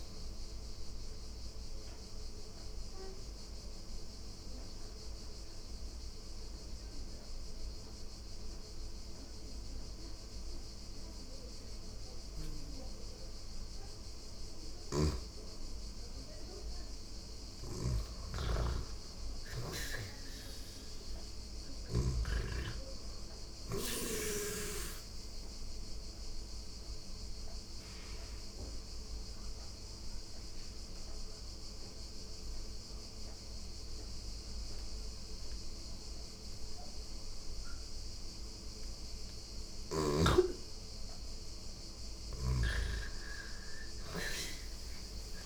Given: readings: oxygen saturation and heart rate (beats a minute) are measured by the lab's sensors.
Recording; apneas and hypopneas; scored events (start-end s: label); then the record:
breathing in sleep by a room microphone; 2
0.00-15.50 s: oxygen desaturation (device-marked, oxygen 86% lowest)
3.00-14.00 s: mixed apnea (oxygen 99% before, 86% lowest)
16.00-20.50 s: arousal
16.50-21.50 s: snoring (device-marked)
25.50-40.00 s: obstructive apnea (oxygen 99% before, 86% lowest)
26.50-39.50 s: oxygen desaturation (device-marked, oxygen 99% before, 91% lowest)
41.50-45.46 s: arousal
From the record:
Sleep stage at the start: N2 (light sleep); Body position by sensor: on the back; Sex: female